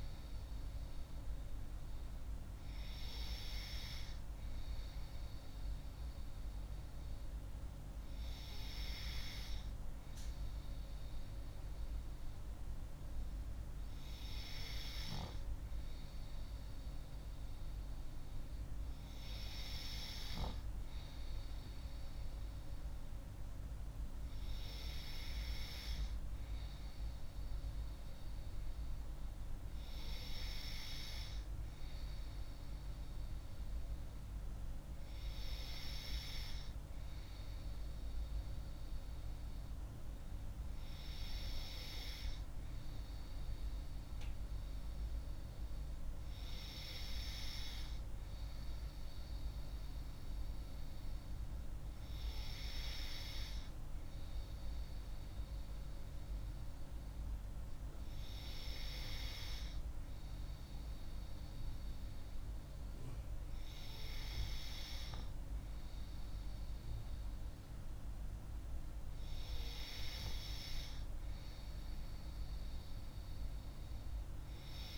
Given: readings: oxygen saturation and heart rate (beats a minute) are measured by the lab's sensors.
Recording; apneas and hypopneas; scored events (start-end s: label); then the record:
breathing in sleep by a room microphone; none
68.50-74.98 s: new sleep stage, N2 (light sleep)
From the record:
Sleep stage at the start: N3 (deep sleep); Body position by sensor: on the left side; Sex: female